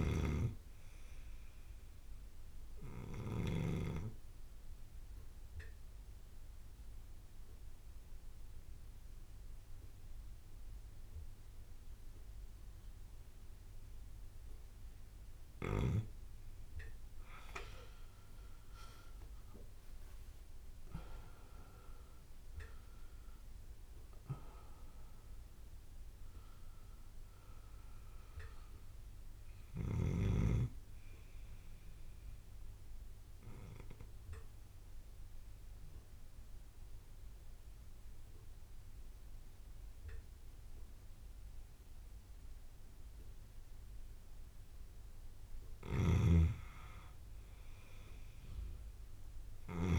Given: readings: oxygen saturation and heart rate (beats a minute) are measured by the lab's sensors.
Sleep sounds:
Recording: breathing in sleep by a room microphone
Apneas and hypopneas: 2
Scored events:
0.00-3.50 s: snoring (device-marked)
0.00-9.00 s: oxygen desaturation (device-marked, oxygen 94% lowest)
0.00-10.00 s: bradycardia (device-marked)
4.00-15.00 s: obstructive apnea (oxygen 99% before, 94% lowest)
14.00-28.00 s: bradycardia (device-marked)
17.50-21.00 s: arousal
23.00-33.00 s: oxygen desaturation (device-marked, oxygen 98% before, 94% lowest)
31.00-40.00 s: bradycardia (device-marked)
32.50-45.00 s: obstructive apnea (oxygen 98% before, 93% lowest)
45.50-49.99 s: snoring (device-marked)
46.00-49.99 s: bradycardia (device-marked)
From the record:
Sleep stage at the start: N2 (light sleep)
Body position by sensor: on the back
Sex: male

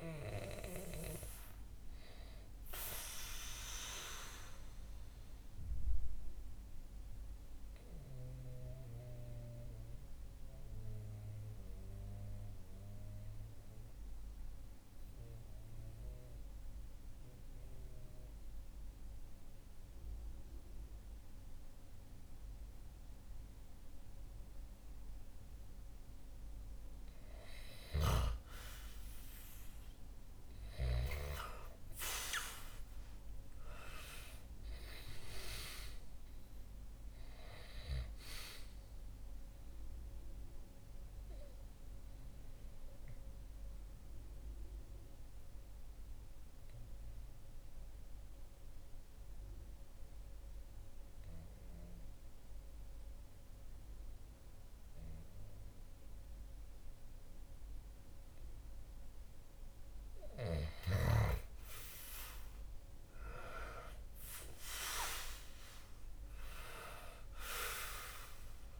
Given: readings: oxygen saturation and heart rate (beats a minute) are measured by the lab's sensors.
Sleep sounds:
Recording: breathing in sleep by a room microphone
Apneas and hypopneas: 2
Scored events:
0.00-19.00 s: oxygen desaturation (device-marked, oxygen 91% lowest, heart rate 62 extreme)
3.50-26.00 s: mixed apnea (oxygen 98% before, 91% lowest, heart rate 67 before, 62 extreme, up 8 after)
29.00-34.50 s: arousal
35.00-55.00 s: oxygen desaturation (device-marked, oxygen 97% before, 93% lowest, heart rate 66 before, 63 extreme)
40.00-58.50 s: obstructive apnea (oxygen 98% before, 91% lowest, heart rate 67 before, 63 extreme, up 8 after)
60.50-66.00 s: arousal
From the record:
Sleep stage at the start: N2 (light sleep)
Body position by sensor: on the back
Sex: male

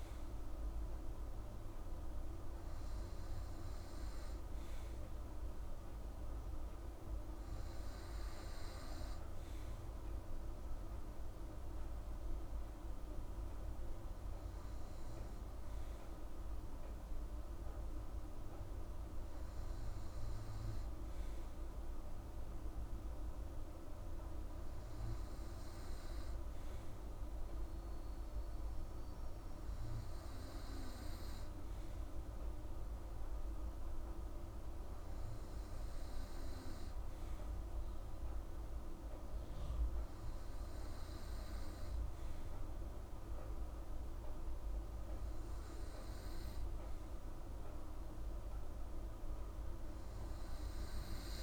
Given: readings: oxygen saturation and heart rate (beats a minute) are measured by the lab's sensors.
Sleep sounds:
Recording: breathing in sleep, hard to hear, by a room microphone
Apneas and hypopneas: none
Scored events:
none scored
From the record:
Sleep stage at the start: N2 (light sleep)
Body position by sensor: on the right side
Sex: female

